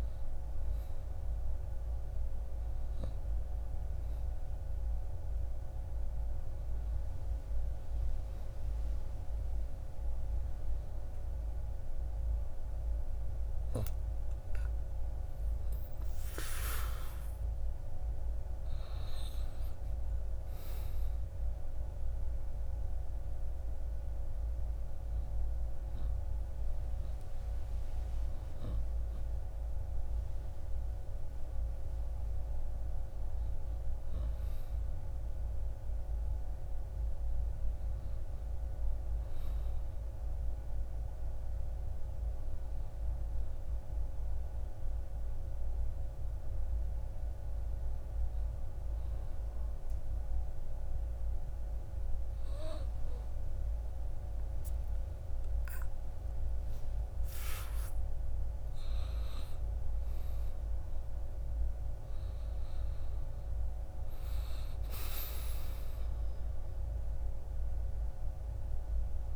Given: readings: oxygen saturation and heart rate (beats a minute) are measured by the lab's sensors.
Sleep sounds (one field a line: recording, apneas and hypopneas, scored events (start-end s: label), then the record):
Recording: breathing in sleep, hard to hear, by a room microphone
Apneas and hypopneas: none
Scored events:
52.00-55.50 s: arousal
From the record:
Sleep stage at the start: N1 (lightest sleep)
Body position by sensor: on the back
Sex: male